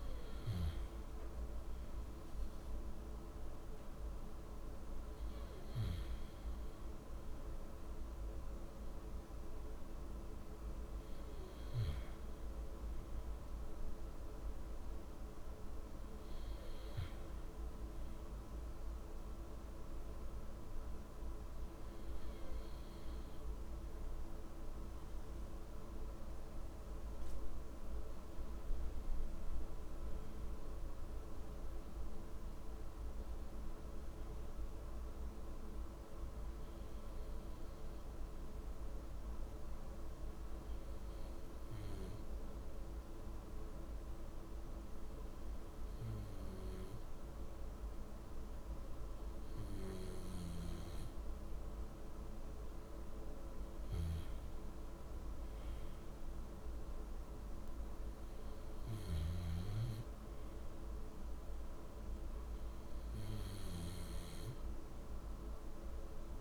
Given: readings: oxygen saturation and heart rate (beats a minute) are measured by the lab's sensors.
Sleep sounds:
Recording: breathing in sleep, hard to hear, by a room microphone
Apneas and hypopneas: 1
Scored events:
37.00-51.00 s: hypopnea (oxygen 97% before, 94% lowest, heart rate 54 before, 52 extreme, up 5 after)
53.50-56.50 s: arousal
From the record:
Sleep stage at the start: REM sleep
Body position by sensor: on the back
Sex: male

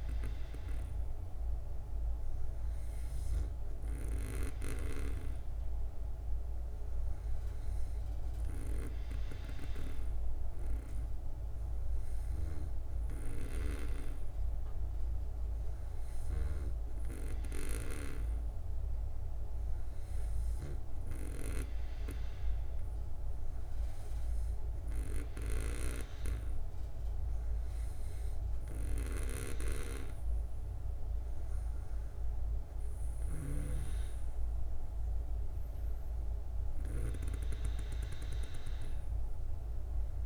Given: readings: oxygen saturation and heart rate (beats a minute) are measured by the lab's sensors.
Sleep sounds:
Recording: breathing in sleep by a room microphone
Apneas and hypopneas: none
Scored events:
none scored
From the record:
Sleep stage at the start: N2 (light sleep)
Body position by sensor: on the back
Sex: female

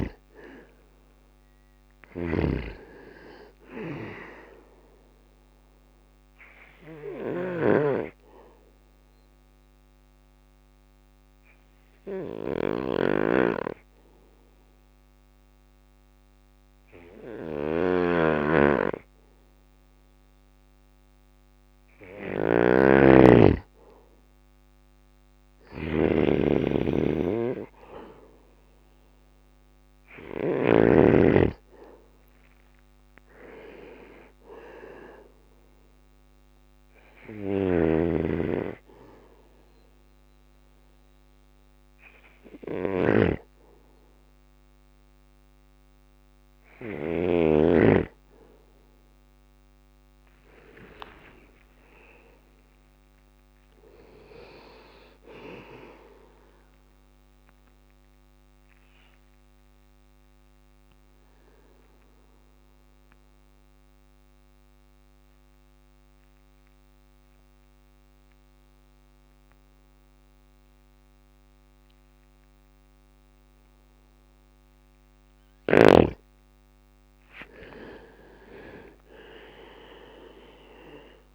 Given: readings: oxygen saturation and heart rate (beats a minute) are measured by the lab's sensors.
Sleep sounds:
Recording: breathing in sleep by a microphone on the trachea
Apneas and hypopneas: 2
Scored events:
0.00-11.00 s: drop in pulse transit time (device-marked, heart rate 58 before, 56 extreme)
0.00-22.00 s: oxygen desaturation (device-marked, oxygen 98% before, 95% lowest, heart rate 58 before, 55 extreme)
0.00-29.50 s: snoring (device-marked)
3.00-22.00 s: bradycardia (device-marked, heart rate 59 before, 55 extreme)
6.50-19.00 s: obstructive apnea (oxygen 99% before, 95% lowest, heart rate 59 before, 55 extreme, up 4 after)
21.50-25.50 s: arousal
27.00-40.00 s: drop in pulse transit time (device-marked, heart rate 57 before, 60 extreme)
36.00-46.00 s: snoring (device-marked)
37.00-44.00 s: bradycardia (device-marked, heart rate 59 before, 57 extreme)
49.50-53.00 s: arousal
51.00-62.00 s: drop in pulse transit time (device-marked, heart rate 60 before, 55 extreme)
53.00-75.00 s: bradycardia (device-marked, heart rate 59 before, 55 extreme)
57.00-73.50 s: obstructive apnea (oxygen 98% before, 93% lowest, heart rate 61 before, 54 extreme, up 9 after)
75.50-79.00 s: arousal
79.00-81.35 s: drop in pulse transit time (device-marked, heart rate 56 before, 54 extreme)
From the record:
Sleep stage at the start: N2 (light sleep)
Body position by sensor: on the back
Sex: male

